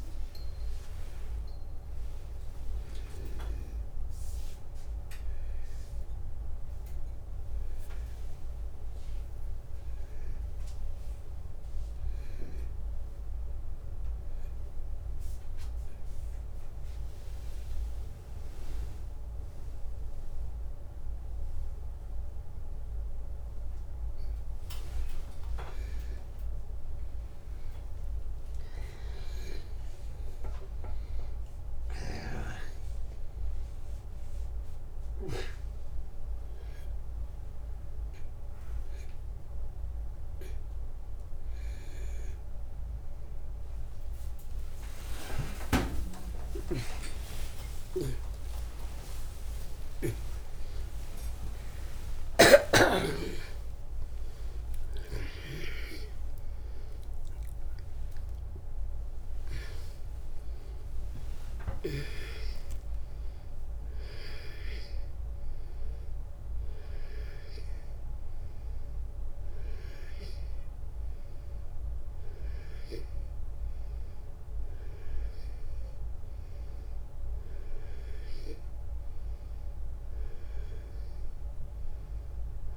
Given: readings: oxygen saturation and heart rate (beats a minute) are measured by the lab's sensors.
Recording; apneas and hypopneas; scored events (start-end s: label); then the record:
a person awake in a sleep study, by a room microphone; none
31.00-34.50 s: snoring (device-marked)
45.50-52.00 s: snoring (device-marked)
From the record:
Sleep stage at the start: awake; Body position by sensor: on the back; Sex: male